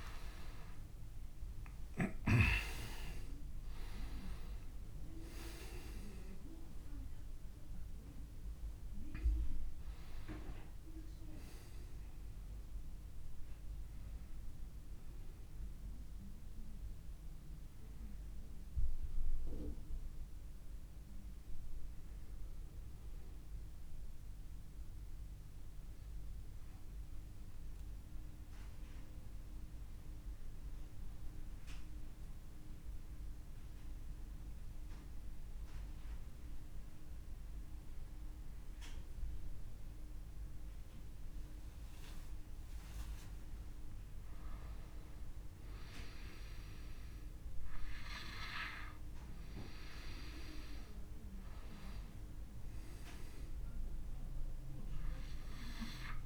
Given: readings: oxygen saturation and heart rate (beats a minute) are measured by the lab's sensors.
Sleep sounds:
breathing in sleep by a room microphone; 1
0.00-3.50 s: arousal
0.00-33.00 s: oxygen desaturation (device-marked, oxygen 88% lowest)
24.50-42.50 s: obstructive apnea (oxygen 97% before, 88% lowest)
46.00-50.00 s: arousal
From the record:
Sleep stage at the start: N2 (light sleep); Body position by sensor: on the back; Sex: male

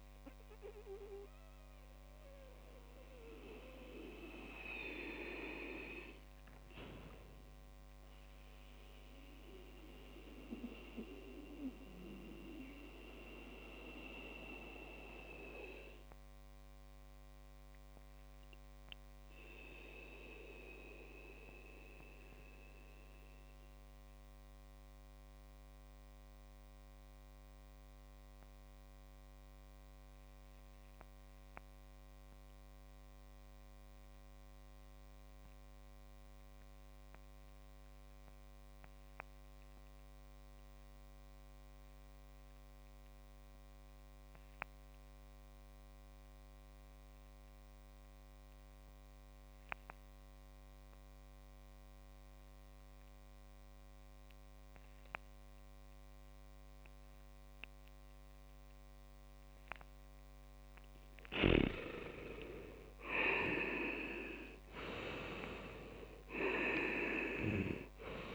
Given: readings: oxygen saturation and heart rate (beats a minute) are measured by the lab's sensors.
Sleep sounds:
breathing in sleep by a microphone on the trachea; 1
10.50-60.00 s: obstructive apnea (oxygen 95% before, 93% lowest)
62.50-66.50 s: arousal
From the record:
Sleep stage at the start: REM sleep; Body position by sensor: on the back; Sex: male

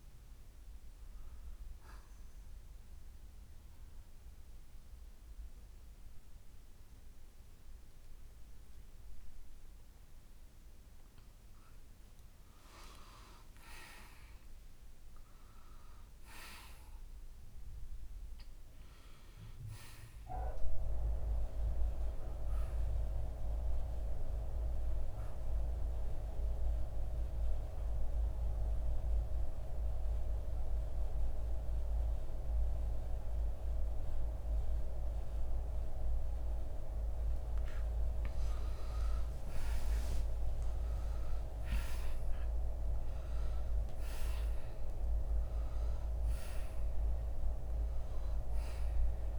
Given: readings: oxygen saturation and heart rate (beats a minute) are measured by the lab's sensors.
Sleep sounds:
breathing in sleep by a room microphone; 2
0.00-15.00 s: oxygen desaturation (device-marked, oxygen 85% lowest, heart rate 55 extreme)
1.50-12.00 s: central apnea (oxygen 94% before, 85% lowest, heart rate 63 before, 55 extreme, up 12 after)
15.00-19.50 s: arousal
28.50-38.50 s: central apnea (oxygen 95% before, 85% lowest, heart rate 62 before, 53 extreme, up 6 after)
30.00-42.00 s: oxygen desaturation (device-marked, oxygen 95% before, 89% lowest, heart rate 63 before, 53 extreme)
40.50-44.50 s: arousal
From the record:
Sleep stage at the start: N2 (light sleep); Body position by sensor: on the right side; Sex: male

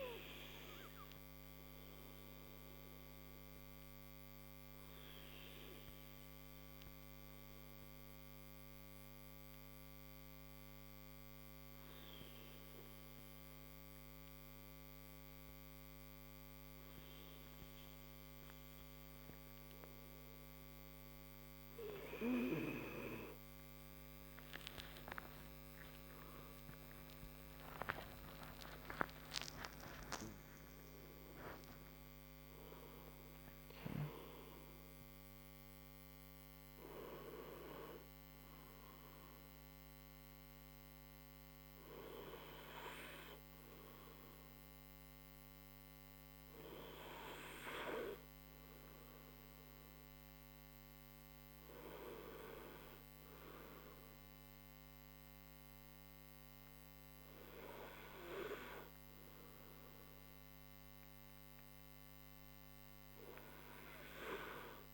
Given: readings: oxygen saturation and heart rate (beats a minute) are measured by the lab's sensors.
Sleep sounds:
breathing in sleep by a microphone on the trachea; 1
0.00-15.00 s: oxygen desaturation (device-marked, oxygen 92% lowest)
2.50-19.00 s: hypopnea (oxygen 97% before, 92% lowest)
25.50-31.50 s: arousal
From the record:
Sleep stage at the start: N2 (light sleep); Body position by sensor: on the right side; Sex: male

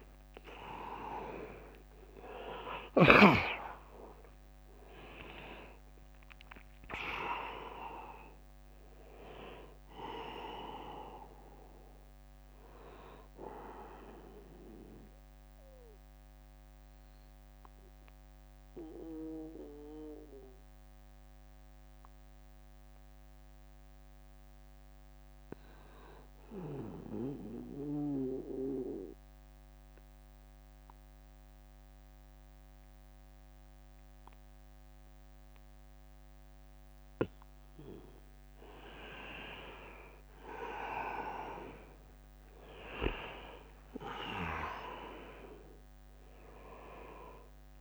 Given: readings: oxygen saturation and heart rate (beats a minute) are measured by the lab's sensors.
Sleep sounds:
breathing in sleep by a microphone on the trachea; 1
0.00-3.00 s: arousal
0.00-12.50 s: drop in pulse transit time (device-marked, heart rate 77 extreme)
0.00-27.50 s: oxygen desaturation (device-marked, oxygen 88% lowest, heart rate 73 extreme)
27.00-38.00 s: obstructive apnea (oxygen 95% before, 92% lowest, heart rate 78 before, 75 extreme)
41.50-45.00 s: arousal
43.50-47.81 s: drop in pulse transit time (device-marked, heart rate 82 before, 75 extreme)
44.50-47.81 s: oxygen desaturation (device-marked, oxygen 100% before, 92% lowest, heart rate 82 before, 75 extreme)
From the record:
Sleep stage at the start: N2 (light sleep); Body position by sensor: on the right side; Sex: male

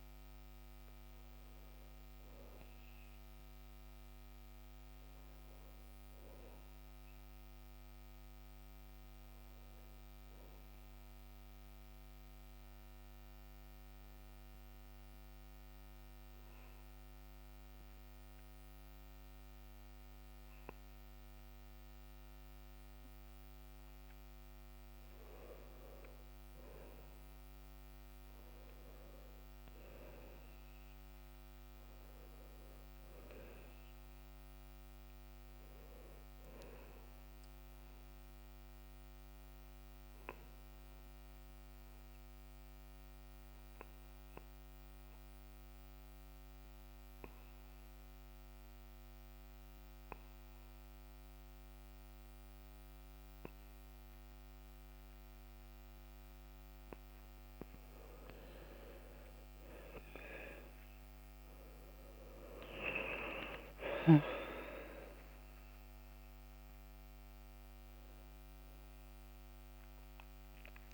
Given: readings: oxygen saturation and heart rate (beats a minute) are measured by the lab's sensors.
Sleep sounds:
breathing in sleep by a microphone on the trachea; 2
12.50-24.50 s: obstructive apnea (oxygen 97% before, 93% lowest, heart rate 69 before, 60 extreme, up 7 after)
26.50-30.50 s: arousal
39.50-57.50 s: obstructive apnea (oxygen 97% before, 92% lowest, heart rate 65 before, 60 extreme, up 15 after)
45.00-58.00 s: oxygen desaturation (device-marked, oxygen 97% before, 93% lowest, heart rate 65 before, 63 extreme)
59.50-63.00 s: arousal
68.00-70.94 s: oxygen desaturation (device-marked, oxygen 96% before, 93% lowest, heart rate 68 before, 63 extreme)
From the record:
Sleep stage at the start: REM sleep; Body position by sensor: on the back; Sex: male

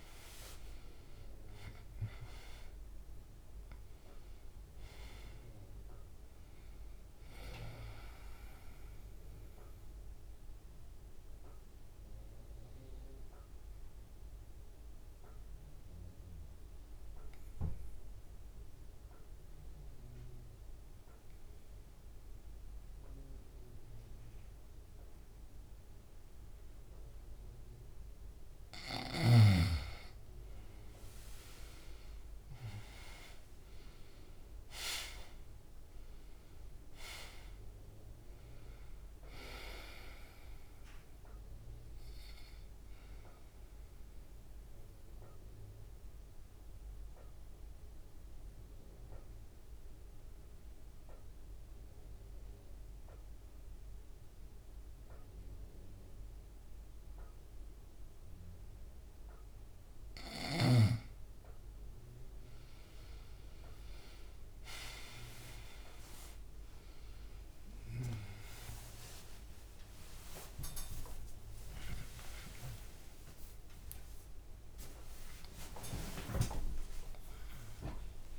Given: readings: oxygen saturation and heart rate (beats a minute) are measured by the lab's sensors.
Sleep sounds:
breathing in sleep by a room microphone; 2
0.00-1.50 s: arousal
7.00-31.00 s: oxygen desaturation (device-marked, oxygen 97% before, 87% lowest, heart rate 69 before, 62 extreme)
8.50-29.00 s: mixed apnea (oxygen 97% before, 87% lowest, heart rate 70 before, 62 extreme, up 11 after)
30.50-34.00 s: arousal
42.00-63.00 s: oxygen desaturation (device-marked, oxygen 98% before, 87% lowest, heart rate 71 before, 64 extreme)
44.00-60.00 s: mixed apnea (oxygen 98% before, 87% lowest, heart rate 72 before, 64 extreme, up 9 after)
60.00-78.39 s: new sleep stage, awake
From the record:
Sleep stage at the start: N2 (light sleep); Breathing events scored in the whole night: 319 in 4.1 hours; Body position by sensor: on the back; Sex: male

